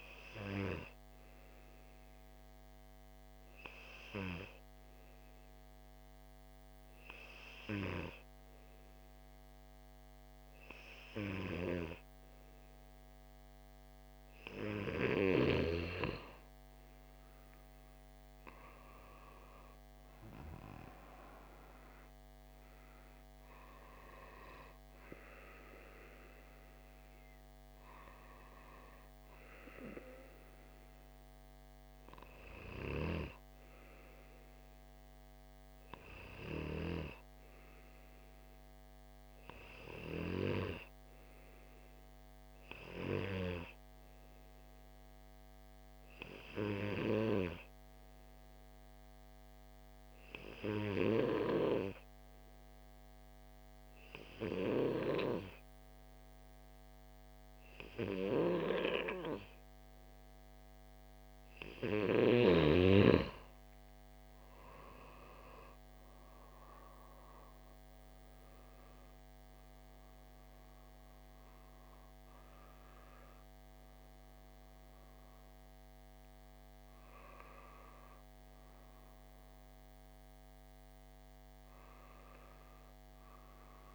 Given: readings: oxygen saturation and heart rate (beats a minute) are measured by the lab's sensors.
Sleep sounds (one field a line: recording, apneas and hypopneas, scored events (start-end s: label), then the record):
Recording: breathing in sleep by a microphone on the trachea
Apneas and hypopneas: 1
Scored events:
0.00-10.50 s: oxygen desaturation (device-marked, oxygen 93% lowest)
41.00-59.50 s: hypopnea (oxygen 97% before, 92% lowest)
60.50-83.95 s: oxygen desaturation (device-marked, oxygen 96% before, 92% lowest)
62.00-66.00 s: arousal
From the record:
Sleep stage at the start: N2 (light sleep)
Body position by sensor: on the left side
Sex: male